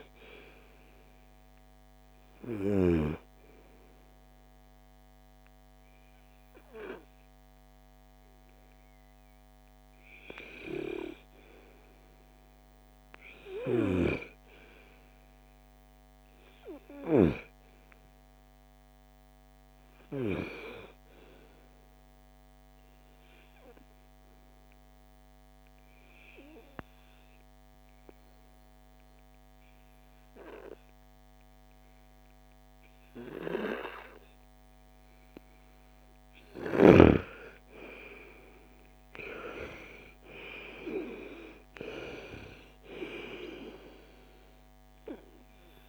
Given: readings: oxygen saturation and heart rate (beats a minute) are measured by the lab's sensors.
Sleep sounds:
breathing in sleep by a microphone on the trachea; 1
1.50-12.50 s: oxygen desaturation (device-marked, oxygen 97% before, 89% lowest, heart rate 54 before, 54 extreme)
18.50-22.50 s: arousal
26.50-36.50 s: obstructive apnea (oxygen 97% before, 87% lowest, heart rate 59 before, 54 extreme, up 13 after)
38.50-42.00 s: arousal
42.50-45.89 s: oxygen desaturation (device-marked, oxygen 96% before, 87% lowest, heart rate 57 before, 54 extreme)
From the record:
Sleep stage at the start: N2 (light sleep); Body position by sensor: on the right side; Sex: female

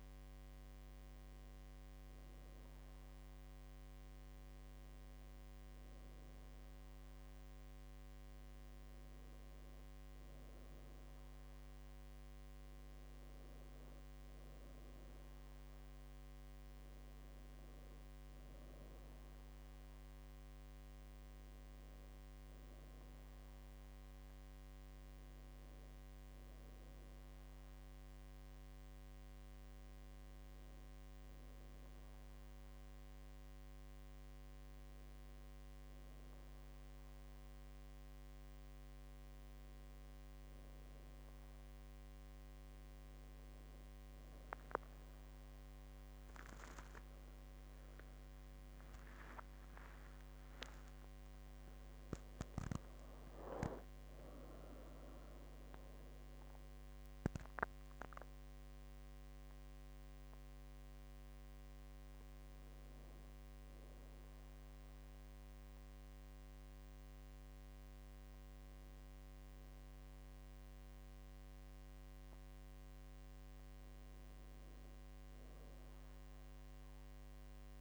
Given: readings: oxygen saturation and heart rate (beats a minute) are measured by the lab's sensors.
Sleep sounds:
breathing in sleep, hard to hear, by a microphone on the trachea; none
45.00-49.00 s: arousal
From the record:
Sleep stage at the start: N1 (lightest sleep); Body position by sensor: on the back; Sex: female

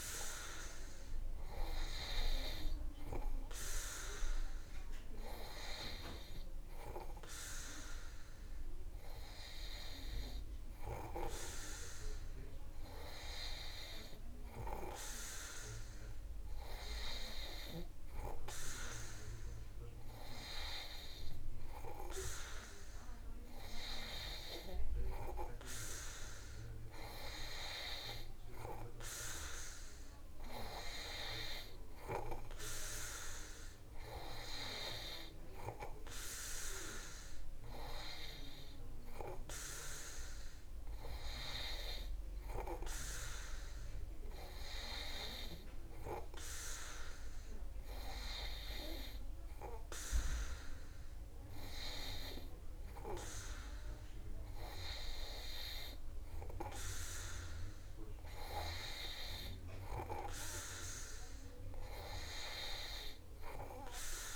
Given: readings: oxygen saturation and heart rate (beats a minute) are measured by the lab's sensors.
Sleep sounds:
breathing in sleep by a room microphone; none
none scored
From the record:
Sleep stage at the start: N2 (light sleep); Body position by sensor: on the back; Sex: male

